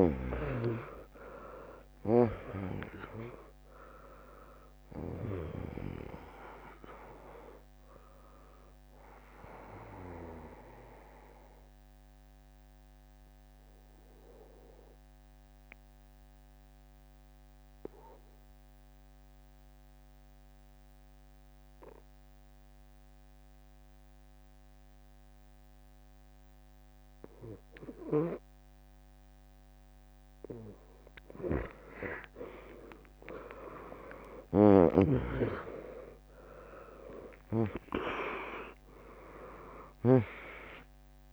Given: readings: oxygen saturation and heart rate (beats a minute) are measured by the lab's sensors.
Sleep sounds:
breathing in sleep by a microphone on the trachea; 1
0.00-1.00 s: arousal
0.00-15.00 s: drop in pulse transit time (device-marked, heart rate 62 extreme)
3.00-23.00 s: oxygen desaturation (device-marked, oxygen 99% before, 95% lowest, heart rate 62 before, 57 extreme)
9.50-30.00 s: mixed apnea (oxygen 99% before, 95% lowest, heart rate 69 before, 57 extreme, up 6 after)
19.00-30.00 s: bradycardia (device-marked, heart rate 74 before, 57 extreme)
35.00-41.33 s: arousal
35.00-41.33 s: oxygen desaturation (device-marked, oxygen 100% before, 95% lowest, heart rate 64 before, 56 extreme)
38.00-41.33 s: drop in pulse transit time (device-marked, heart rate 61 before, 65 extreme)
From the record:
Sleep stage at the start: N2 (light sleep); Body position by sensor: on the right side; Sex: female

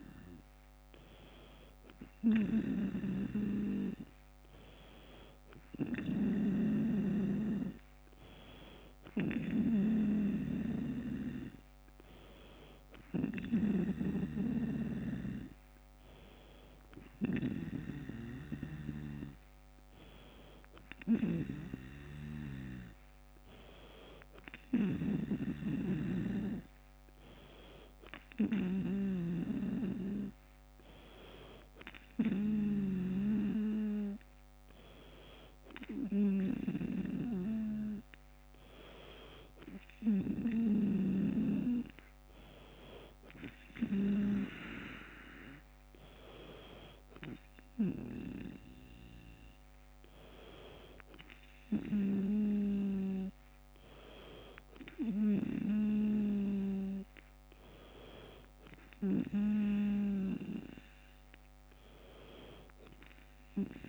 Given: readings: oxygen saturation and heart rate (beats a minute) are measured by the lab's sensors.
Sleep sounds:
breathing in sleep by a microphone on the trachea; none
none scored
From the record:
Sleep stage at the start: N2 (light sleep); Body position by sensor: on the left side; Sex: female

